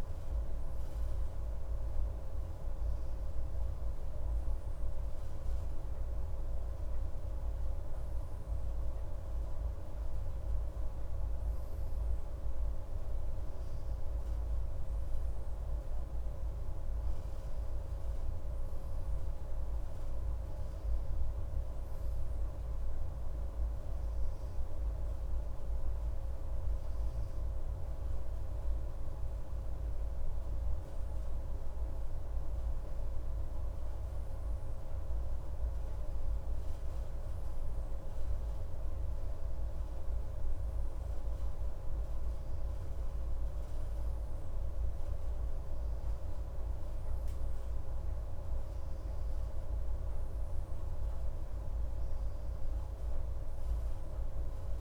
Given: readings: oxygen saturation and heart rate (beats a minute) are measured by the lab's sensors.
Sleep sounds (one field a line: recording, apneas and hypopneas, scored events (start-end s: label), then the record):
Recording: a person awake in a sleep study, hard to hear, by a room microphone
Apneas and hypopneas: none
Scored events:
none scored
From the record:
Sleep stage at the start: awake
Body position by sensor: on the left side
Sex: male